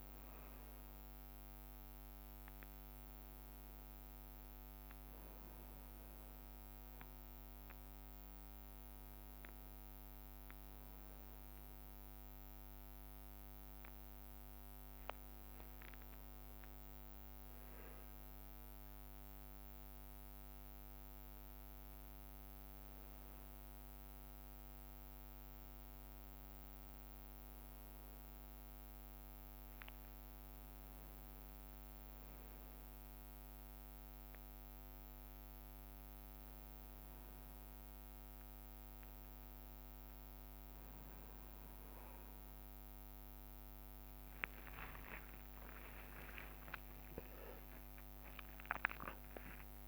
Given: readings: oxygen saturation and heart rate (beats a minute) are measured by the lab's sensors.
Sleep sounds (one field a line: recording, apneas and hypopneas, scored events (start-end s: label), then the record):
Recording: breathing in sleep by a microphone on the trachea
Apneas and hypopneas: none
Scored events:
0.00-5.50 s: leg movement (device-marked)
8.50-17.00 s: leg movement (device-marked)
17.00-21.00 s: leg movement (device-marked)
33.50-34.50 s: leg movement (device-marked)
43.00-48.00 s: arousal
45.00-49.00 s: leg movement (device-marked)
46.50-49.88 s: drop in pulse transit time (device-marked, heart rate 64 before, 67 extreme)
47.50-49.50 s: long interval between heartbeats (device-marked, heart rate 65 before, 92 extreme)
From the record:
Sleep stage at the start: N1 (lightest sleep)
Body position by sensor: on the back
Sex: male